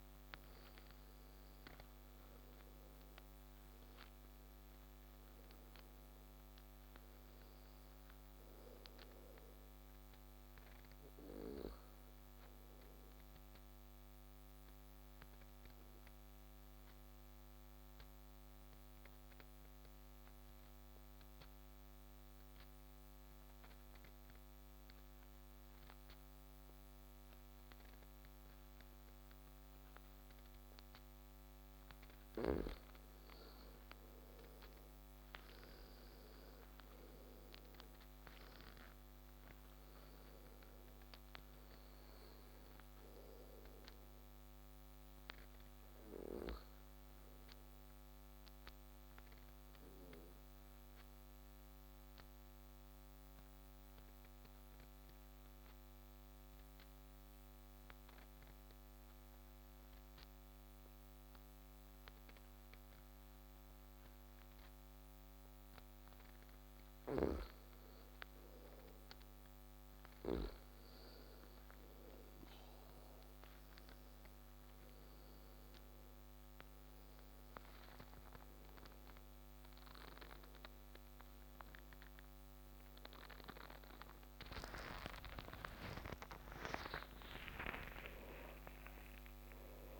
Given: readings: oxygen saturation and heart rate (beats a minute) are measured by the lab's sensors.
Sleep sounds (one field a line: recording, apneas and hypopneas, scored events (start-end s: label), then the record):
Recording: breathing in sleep by a microphone on the trachea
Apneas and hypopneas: 2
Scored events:
0.00-5.50 s: arousal
9.50-24.50 s: oxygen desaturation (device-marked, oxygen 97% before, 91% lowest)
14.50-32.00 s: hypopnea (oxygen 97% before, 87% lowest)
34.50-39.00 s: arousal
35.50-61.50 s: oxygen desaturation (device-marked, oxygen 97% before, 87% lowest)
49.50-66.00 s: obstructive apnea (oxygen 97% before, 85% lowest)
66.50-70.50 s: snoring (device-marked)
72.50-90.00 s: oxygen desaturation (device-marked, oxygen 97% before, 85% lowest)
76.50-90.00 s: new sleep stage, awake
From the record:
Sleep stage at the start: N2 (light sleep)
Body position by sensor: on the back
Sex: male